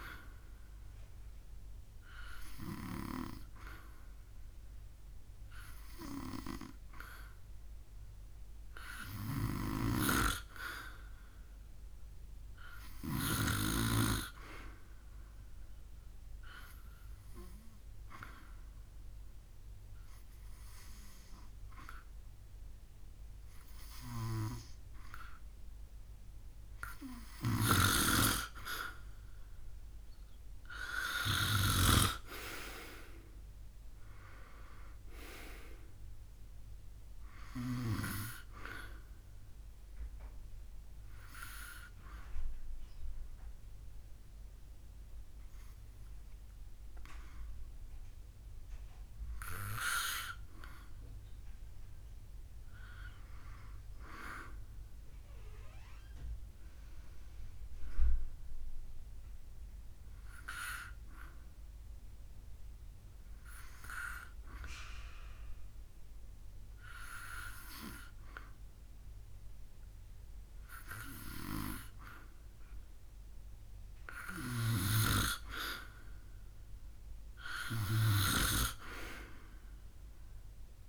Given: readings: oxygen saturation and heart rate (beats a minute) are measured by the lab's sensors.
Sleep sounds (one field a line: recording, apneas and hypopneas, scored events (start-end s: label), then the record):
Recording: breathing in sleep by a room microphone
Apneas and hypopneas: 3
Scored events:
0.00-2.50 s: snoring (device-marked)
0.00-6.50 s: oxygen desaturation (device-marked, oxygen 93% lowest, heart rate 71 extreme)
8.50-13.00 s: snoring (device-marked)
17.00-28.50 s: obstructive apnea (oxygen 96% before, 91% lowest, heart rate 73 before, 68 extreme, up 8 after)
27.00-37.50 s: snoring (device-marked)
33.00-36.00 s: arousal
39.50-49.50 s: obstructive apnea (oxygen 94% before, 91% lowest, heart rate 74 before, 67 extreme, up 11 after)
52.50-55.50 s: arousal
60.50-70.50 s: hypopnea (oxygen 93% before, 91% lowest, heart rate 74 before, 67 extreme, up 5 after)
74.00-77.50 s: arousal
74.00-80.89 s: snoring (device-marked)
From the record:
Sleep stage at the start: N2 (light sleep)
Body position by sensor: on the back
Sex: male